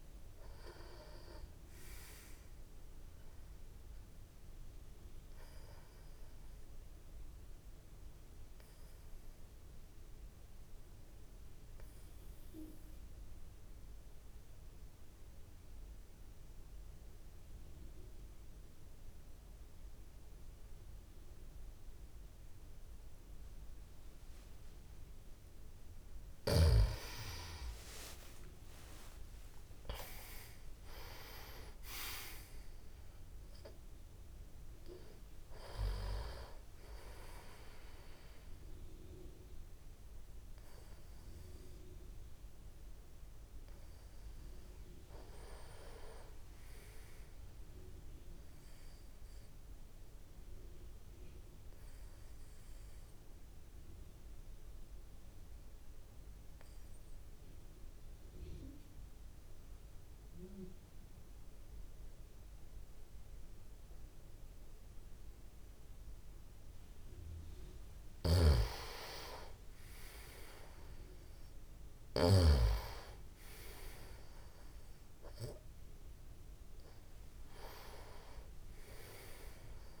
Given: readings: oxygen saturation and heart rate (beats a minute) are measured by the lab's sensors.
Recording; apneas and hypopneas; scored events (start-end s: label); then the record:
breathing in sleep by a room microphone; 2
3.50-18.50 s: oxygen desaturation (device-marked, oxygen 97% before, 93% lowest, heart rate 57 before, 52 extreme)
4.00-24.50 s: obstructive apnea (oxygen 97% before, 90% lowest, heart rate 57 before, 52 extreme)
25.50-31.50 s: tachycardia (device-marked, heart rate 61 before, 122 extreme)
27.50-51.50 s: oxygen desaturation (device-marked, oxygen 97% before, 90% lowest, heart rate 54 before, 53 extreme)
28.00-32.50 s: arousal
49.00-66.50 s: obstructive apnea (oxygen 97% before, 90% lowest, heart rate 78 before, 53 extreme, up 11 after)
68.00-72.00 s: arousal
68.00-72.50 s: snoring (device-marked)
70.50-80.00 s: oxygen desaturation (device-marked, oxygen 97% before, 90% lowest, heart rate 55 before, 52 extreme)
From the record:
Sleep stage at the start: N2 (light sleep); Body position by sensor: on the back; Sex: male